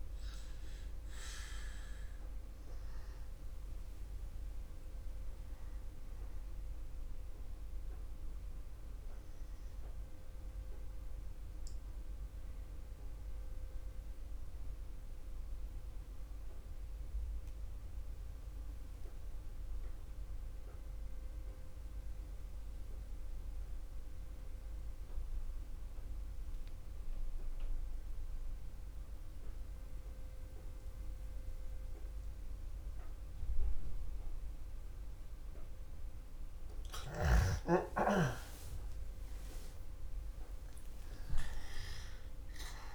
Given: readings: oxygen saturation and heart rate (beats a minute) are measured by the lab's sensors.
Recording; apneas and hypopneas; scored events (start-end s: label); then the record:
breathing in sleep by a room microphone; 1
0.00-24.50 s: oxygen desaturation (device-marked, oxygen 83% lowest, heart rate 30 extreme)
12.50-38.00 s: obstructive apnea (oxygen 93% before, 83% lowest, heart rate 61 before, 63 extreme, up 26 after)
39.00-42.95 s: arousal
From the record:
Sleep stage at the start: N2 (light sleep); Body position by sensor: on the back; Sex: male